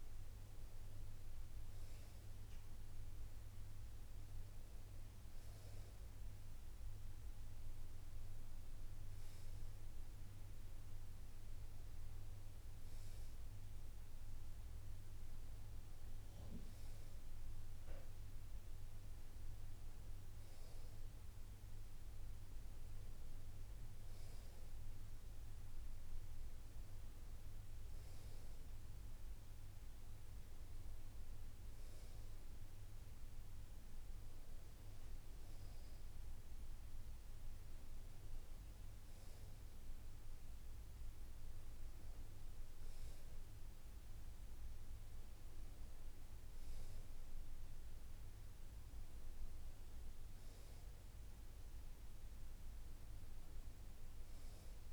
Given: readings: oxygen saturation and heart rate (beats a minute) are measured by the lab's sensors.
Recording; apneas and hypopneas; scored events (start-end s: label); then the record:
breathing in sleep, hard to hear, by a room microphone; none
none scored
From the record:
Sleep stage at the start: N2 (light sleep); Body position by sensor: on the right side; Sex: male